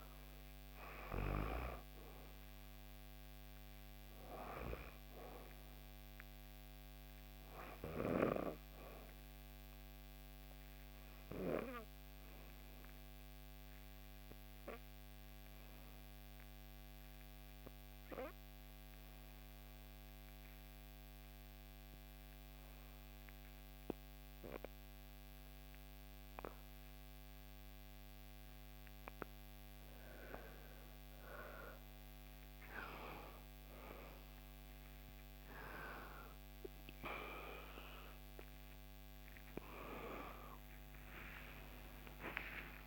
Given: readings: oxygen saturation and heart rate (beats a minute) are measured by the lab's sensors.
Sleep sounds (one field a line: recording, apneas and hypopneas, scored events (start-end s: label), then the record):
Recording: breathing in sleep by a microphone on the trachea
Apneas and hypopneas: 1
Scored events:
0.00-16.00 s: oxygen desaturation (device-marked, oxygen 89% lowest, heart rate 60 extreme)
9.00-29.00 s: obstructive apnea (oxygen 95% before, 89% lowest, heart rate 64 before, 61 extreme, up 4 after)
30.00-42.87 s: oxygen desaturation (device-marked, oxygen 97% before, 89% lowest, heart rate 61 before, 59 extreme)
30.50-33.50 s: arousal
40.00-42.87 s: arousal
From the record:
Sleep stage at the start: N2 (light sleep)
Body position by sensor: on the back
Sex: female